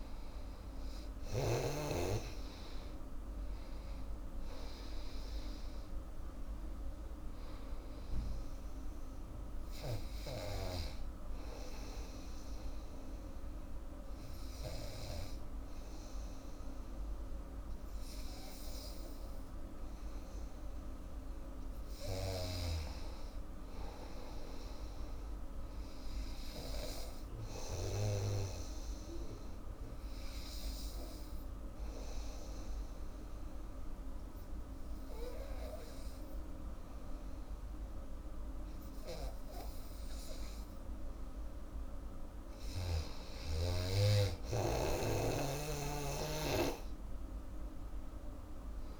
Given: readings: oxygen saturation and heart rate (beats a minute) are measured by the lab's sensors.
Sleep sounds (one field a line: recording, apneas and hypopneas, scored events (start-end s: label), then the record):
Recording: breathing in sleep by a room microphone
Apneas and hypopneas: 2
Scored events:
0.00-1.50 s: snoring (device-marked)
0.00-3.50 s: arousal
11.50-22.00 s: hypopnea (oxygen 97% before, 91% lowest, heart rate 86 before, 78 extreme, up 3 after)
24.50-27.50 s: arousal
27.50-35.50 s: oxygen desaturation (device-marked, oxygen 98% before, 94% lowest, heart rate 85 before, 75 extreme)
31.00-42.00 s: obstructive apnea (oxygen 98% before, 91% lowest, heart rate 85 before, 72 extreme, up 6 after)
43.50-49.00 s: oxygen desaturation (device-marked, oxygen 97% before, 91% lowest, heart rate 81 before, 72 extreme)
47.00-49.00 s: arousal
From the record:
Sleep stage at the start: N2 (light sleep)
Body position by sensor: on the back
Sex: female